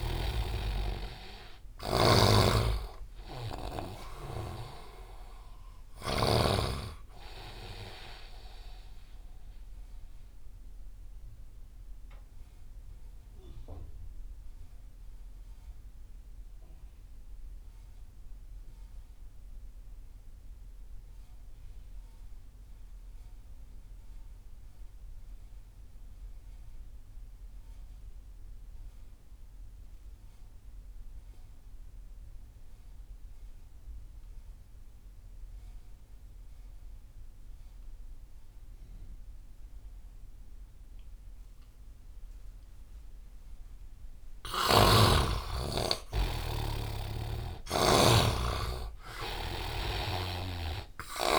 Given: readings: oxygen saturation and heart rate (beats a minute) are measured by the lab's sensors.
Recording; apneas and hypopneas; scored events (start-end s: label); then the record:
breathing in sleep by a room microphone; 1
0.00-24.00 s: oxygen desaturation (device-marked, oxygen 85% lowest)
0.50-4.00 s: snoring (device-marked)
9.50-43.50 s: mixed apnea (oxygen 100% before, 83% lowest)
36.00-51.38 s: oxygen desaturation (device-marked, oxygen 100% before, 83% lowest)
45.00-48.50 s: arousal
From the record:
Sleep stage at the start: N2 (light sleep); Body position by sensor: on the right side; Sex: male